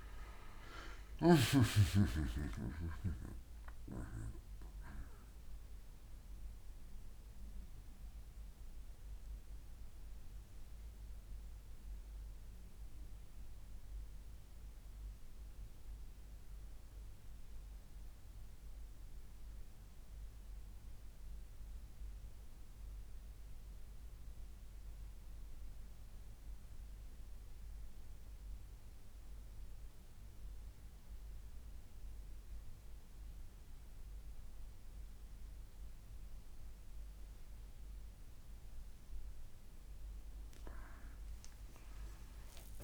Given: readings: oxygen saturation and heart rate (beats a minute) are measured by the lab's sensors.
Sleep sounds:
breathing in sleep by a room microphone; 1
0.00-6.50 s: oxygen desaturation (device-marked, oxygen 88% lowest, heart rate 62 extreme)
5.50-36.50 s: central apnea (oxygen 95% before, 88% lowest, heart rate 62 before, 62 extreme, up 5 after)
From the record:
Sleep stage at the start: N2 (light sleep); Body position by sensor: on the back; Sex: male

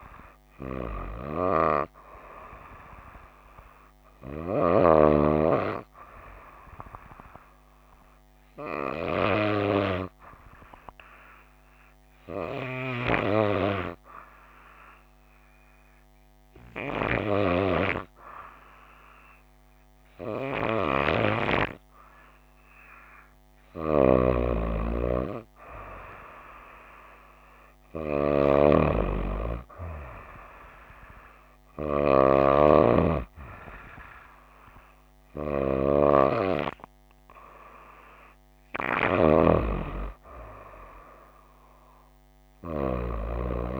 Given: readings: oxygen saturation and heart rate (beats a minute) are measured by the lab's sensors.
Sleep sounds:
breathing in sleep by a microphone on the trachea; 1
7.50-23.00 s: hypopnea (oxygen 95% before, 93% lowest, heart rate 61 before, 57 extreme, up 7 after)
25.00-29.00 s: arousal
From the record:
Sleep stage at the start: N2 (light sleep); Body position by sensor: on the right side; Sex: female

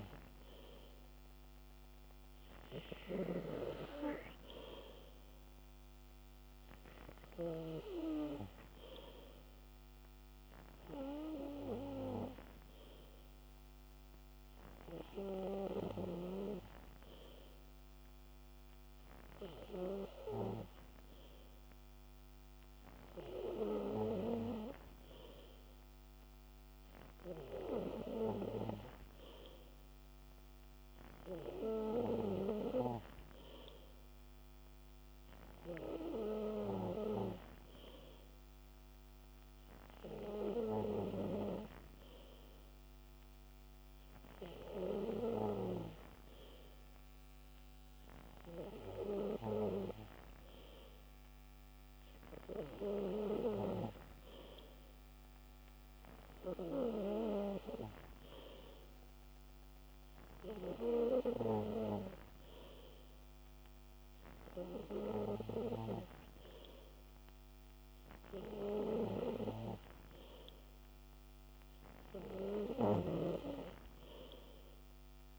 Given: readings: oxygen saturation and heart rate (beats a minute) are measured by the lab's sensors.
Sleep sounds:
breathing in sleep by a microphone on the trachea; none
none scored
From the record:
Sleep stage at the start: N3 (deep sleep); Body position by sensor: on the back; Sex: male

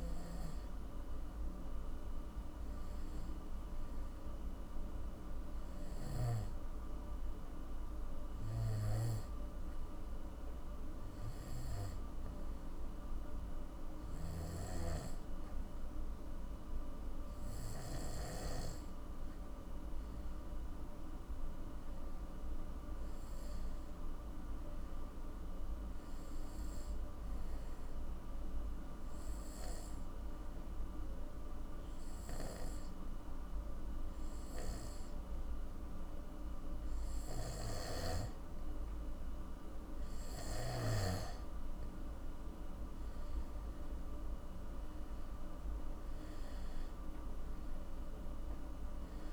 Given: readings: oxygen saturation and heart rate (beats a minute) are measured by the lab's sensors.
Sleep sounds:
breathing in sleep, hard to hear, by a room microphone; 2
3.50-17.00 s: hypopnea (oxygen 97% before, 92% lowest, heart rate 60 before, 53 extreme, up 10 after)
19.50-23.00 s: arousal
28.00-39.50 s: hypopnea (oxygen 97% before, 91% lowest, heart rate 58 before, 55 extreme, up 14 after)
42.00-46.00 s: arousal
45.50-49.33 s: oxygen desaturation (device-marked, oxygen 96% before, 92% lowest, heart rate 59 before, 55 extreme)
From the record:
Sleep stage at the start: N2 (light sleep); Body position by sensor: on the back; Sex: male

